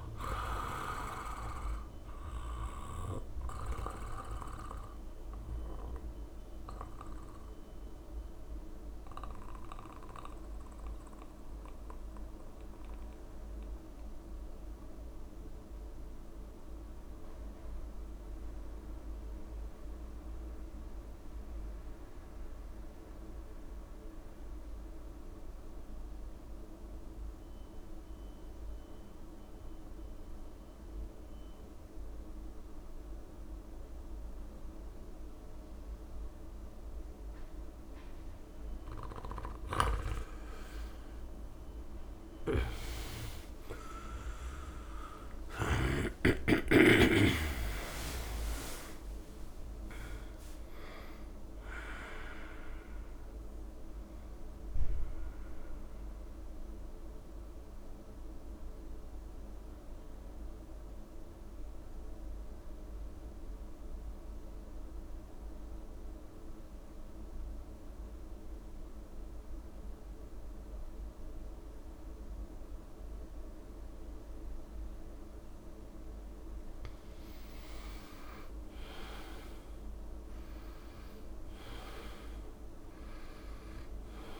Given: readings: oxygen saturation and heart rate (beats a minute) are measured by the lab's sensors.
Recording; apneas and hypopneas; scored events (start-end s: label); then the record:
breathing in sleep by a room microphone; 2
0.00-16.50 s: oxygen desaturation (device-marked, oxygen 86% lowest)
2.00-38.50 s: mixed apnea (oxygen 99% before, 83% lowest)
28.50-30.50 s: long interval between heartbeats (device-marked)
29.50-67.50 s: oxygen desaturation (device-marked, oxygen 98% before, 83% lowest)
40.00-42.50 s: arousal
57.50-75.00 s: mixed apnea (oxygen 97% before, 83% lowest)
78.00-82.00 s: arousal
80.50-84.39 s: oxygen desaturation (device-marked, oxygen 99% before, 87% lowest)
From the record:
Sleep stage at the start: N2 (light sleep); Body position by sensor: on the back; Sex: male